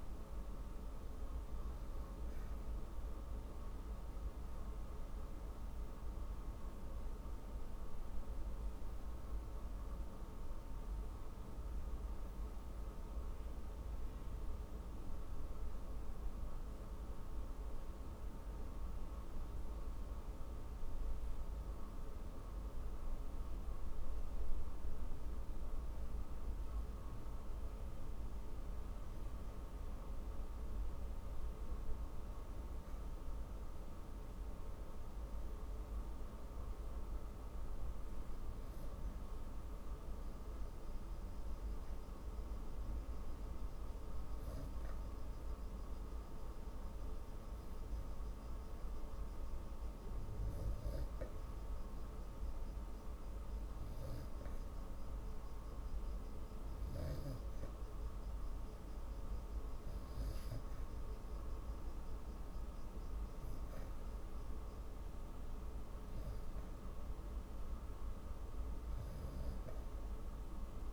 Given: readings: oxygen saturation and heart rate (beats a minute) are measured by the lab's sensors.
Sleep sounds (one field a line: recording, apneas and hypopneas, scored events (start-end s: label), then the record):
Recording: breathing in sleep, hard to hear, by a room microphone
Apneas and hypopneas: 1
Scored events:
27.50-30.50 s: arousal
33.50-54.50 s: hypopnea (oxygen 94% before, 90% lowest, heart rate 51 before, 46 extreme, up 13 after)
56.50-59.50 s: arousal
From the record:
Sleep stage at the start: N2 (light sleep)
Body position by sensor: on the back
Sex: female